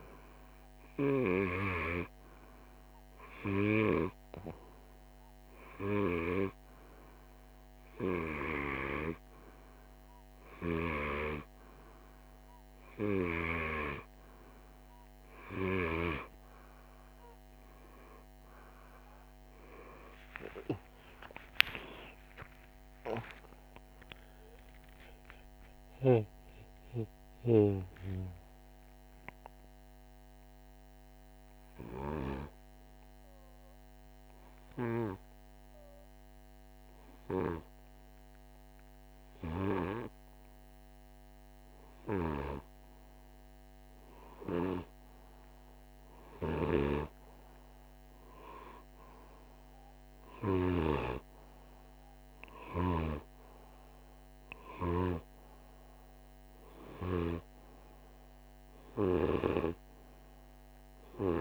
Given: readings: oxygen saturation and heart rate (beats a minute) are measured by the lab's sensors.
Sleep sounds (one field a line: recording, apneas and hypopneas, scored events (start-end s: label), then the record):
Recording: breathing in sleep by a microphone on the trachea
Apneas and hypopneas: 1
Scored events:
21.00-26.00 s: arousal
29.50-41.00 s: hypopnea (oxygen 98% before, 93% lowest, heart rate 54 before, 50 extreme, up 0 after)
42.50-46.50 s: arousal
46.00-50.50 s: snoring (device-marked)
From the record:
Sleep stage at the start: N2 (light sleep)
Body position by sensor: on the right side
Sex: male